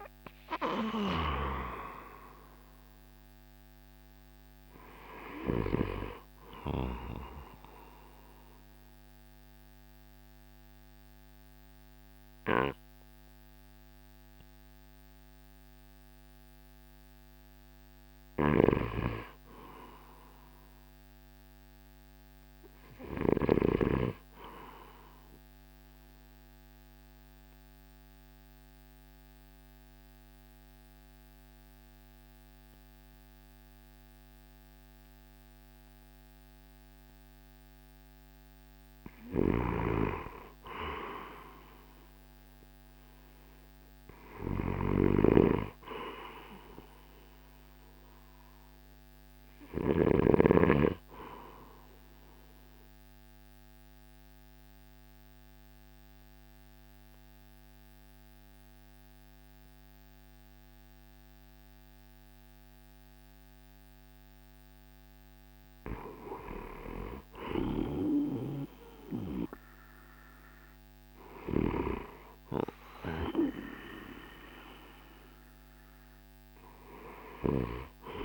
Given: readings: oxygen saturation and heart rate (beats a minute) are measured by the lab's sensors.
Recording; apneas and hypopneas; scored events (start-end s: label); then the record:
breathing in sleep by a microphone on the trachea; 3
0.00-7.00 s: drop in pulse transit time (device-marked, heart rate 57 extreme)
0.00-14.00 s: oxygen desaturation (device-marked, oxygen 82% lowest, heart rate 54 extreme)
0.50-5.50 s: snoring (device-marked)
7.00-17.00 s: obstructive apnea (oxygen 90% before, 82% lowest, heart rate 63 before, 54 extreme)
18.00-23.50 s: snoring (device-marked)
18.50-21.50 s: arousal
25.00-37.00 s: obstructive apnea (oxygen 88% before, 87% lowest, heart rate 58 before, 54 extreme, up 3 after)
39.00-42.50 s: arousal
39.00-50.00 s: snoring (device-marked)
52.00-72.00 s: oxygen desaturation (device-marked, oxygen 95% before, 87% lowest, heart rate 57 before, 53 extreme)
52.50-64.50 s: obstructive apnea (oxygen 98% before, 87% lowest, heart rate 57 before, 54 extreme, up 5 after)
67.00-71.50 s: arousal
From the record:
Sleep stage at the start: N2 (light sleep); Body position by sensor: on the right side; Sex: male